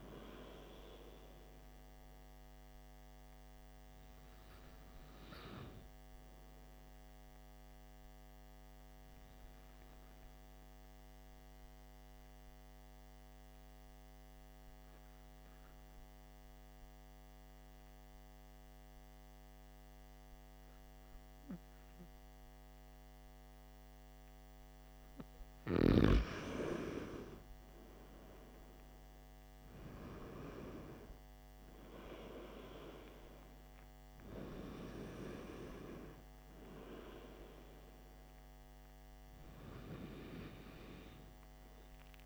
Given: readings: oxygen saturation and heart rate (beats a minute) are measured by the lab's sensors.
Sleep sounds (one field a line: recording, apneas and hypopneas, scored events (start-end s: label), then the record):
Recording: breathing in sleep by a microphone on the trachea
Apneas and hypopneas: 1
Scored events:
8.00-25.50 s: hypopnea (oxygen 96% before, 94% lowest, heart rate 54 before, 52 extreme, up 9 after)
29.00-33.50 s: arousal
From the record:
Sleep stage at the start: N2 (light sleep)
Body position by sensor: on the back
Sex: male